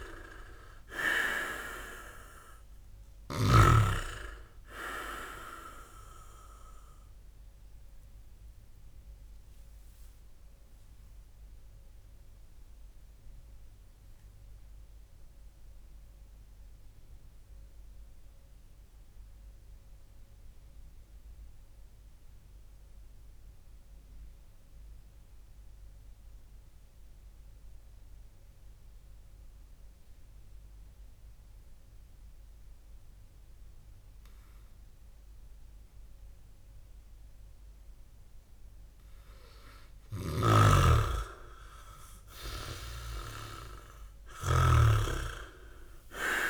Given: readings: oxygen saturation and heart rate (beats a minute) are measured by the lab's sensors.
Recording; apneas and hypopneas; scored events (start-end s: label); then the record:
breathing in sleep by a room microphone; 1
0.00-3.50 s: snoring (device-marked)
8.50-36.00 s: obstructive apnea (oxygen 100% before, 95% lowest, heart rate 67 before, 50 extreme, up 35 after)
13.50-21.50 s: oxygen desaturation (device-marked, oxygen 99% before, 95% lowest, heart rate 70 before, 50 extreme)
39.50-46.50 s: snoring (device-marked)
43.50-46.50 s: arousal
From the record:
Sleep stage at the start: N2 (light sleep); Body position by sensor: on the back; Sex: male